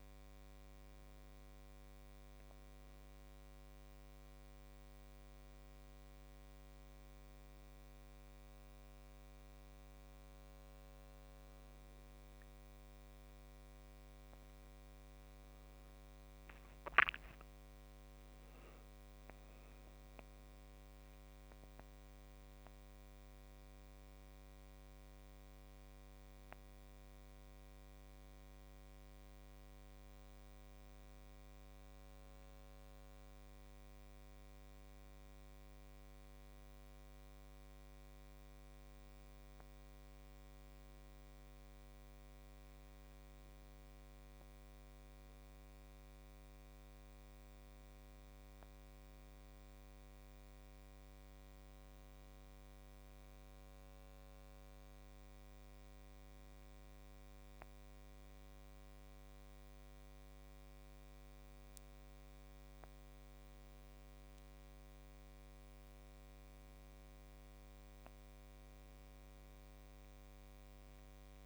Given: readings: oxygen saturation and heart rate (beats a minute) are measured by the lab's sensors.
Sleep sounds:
a person awake in a sleep study, hard to hear, by a microphone on the trachea; none
none scored
From the record:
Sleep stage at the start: awake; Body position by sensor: on the back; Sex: male

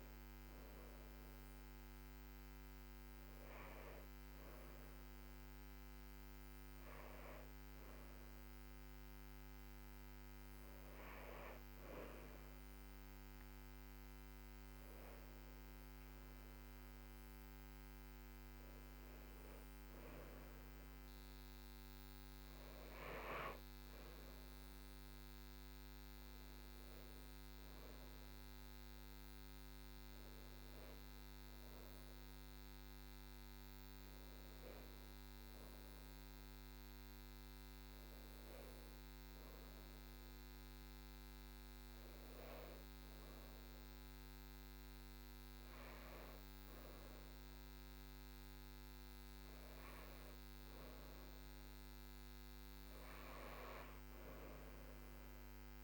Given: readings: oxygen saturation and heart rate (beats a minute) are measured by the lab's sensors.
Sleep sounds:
breathing in sleep, hard to hear, by a microphone on the trachea; none
none scored
From the record:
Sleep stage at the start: N2 (light sleep); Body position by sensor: on the back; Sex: female

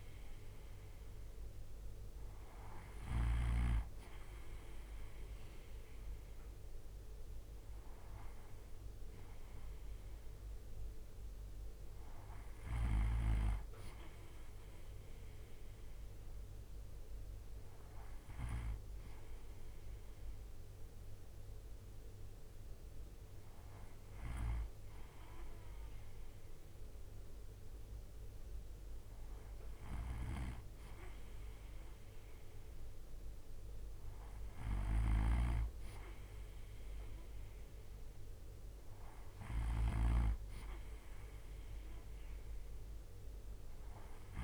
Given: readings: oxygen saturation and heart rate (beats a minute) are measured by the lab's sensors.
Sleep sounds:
breathing in sleep by a room microphone; none
0.00-3.00 s: snoring (device-marked)
29.50-44.44 s: snoring (device-marked)
From the record:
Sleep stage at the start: N2 (light sleep); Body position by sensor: on the right side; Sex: male

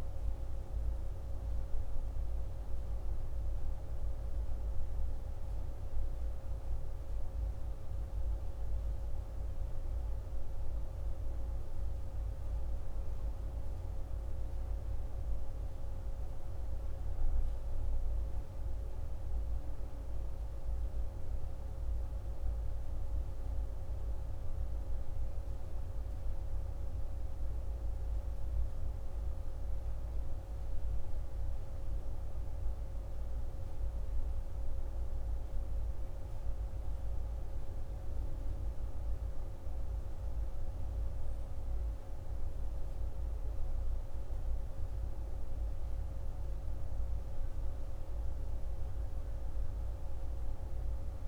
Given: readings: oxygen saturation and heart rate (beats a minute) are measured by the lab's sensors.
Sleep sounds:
breathing in sleep, hard to hear, by a room microphone; none
none scored
From the record:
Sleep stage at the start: N1 (lightest sleep); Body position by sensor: on the back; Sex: male

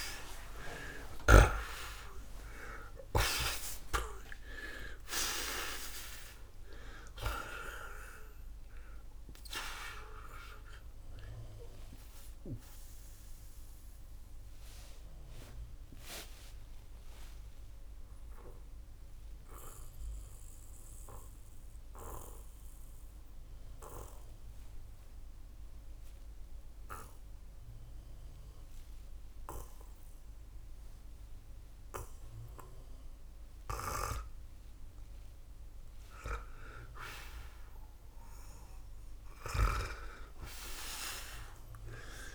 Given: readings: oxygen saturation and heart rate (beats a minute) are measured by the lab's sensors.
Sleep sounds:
breathing in sleep by a room microphone; 1
0.00-1.00 s: snoring (device-marked)
4.50-37.50 s: oxygen desaturation (device-marked, oxygen 92% before, 80% lowest, heart rate 105 before, 77 extreme)
11.50-36.00 s: obstructive apnea (oxygen 92% before, 80% lowest, heart rate 115 before, 77 extreme, up 32 after)
38.00-41.00 s: arousal
From the record:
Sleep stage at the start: N2 (light sleep); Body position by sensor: on the back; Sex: male

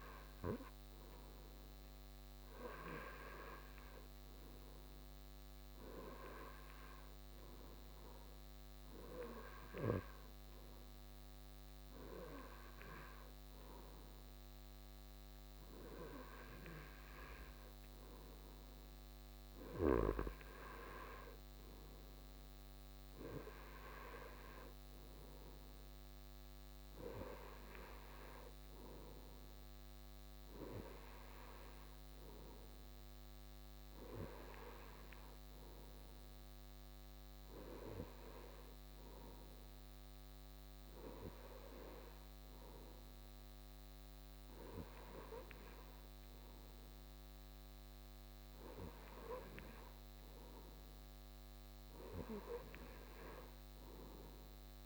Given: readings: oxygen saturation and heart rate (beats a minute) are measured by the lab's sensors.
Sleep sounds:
breathing in sleep by a microphone on the trachea; none
none scored
From the record:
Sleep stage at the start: N2 (light sleep); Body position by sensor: on the right side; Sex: male

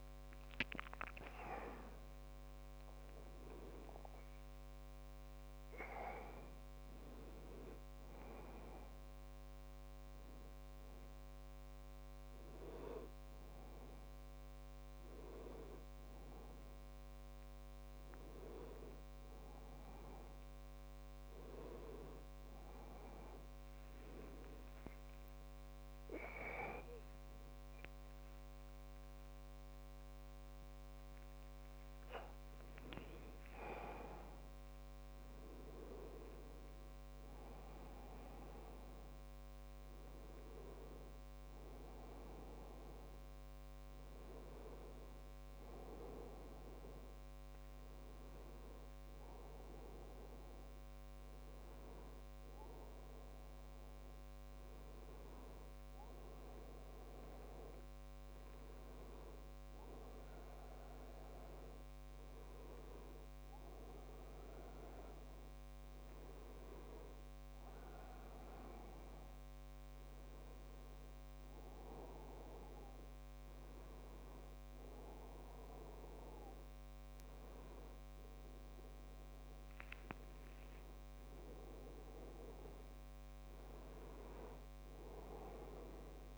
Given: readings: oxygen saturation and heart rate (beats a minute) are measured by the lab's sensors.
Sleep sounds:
a person partly awake in a sleep study, by a microphone on the trachea; none
4.50-6.50 s: long interval between heartbeats (device-marked, heart rate 74 before, 88 extreme)
22.50-32.50 s: tachycardia (device-marked, heart rate 72 before, 189 extreme)
24.50-26.50 s: long interval between heartbeats (device-marked, heart rate 80 before, 94 extreme)
27.50-29.50 s: long interval between heartbeats (device-marked, heart rate 84 before, 144 extreme)
29.50-31.50 s: long interval between heartbeats (device-marked, heart rate 90 before, 177 extreme)
29.50-86.38 s: new sleep stage, N1 (lightest sleep)
From the record:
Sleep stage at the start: awake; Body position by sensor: on the back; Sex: male

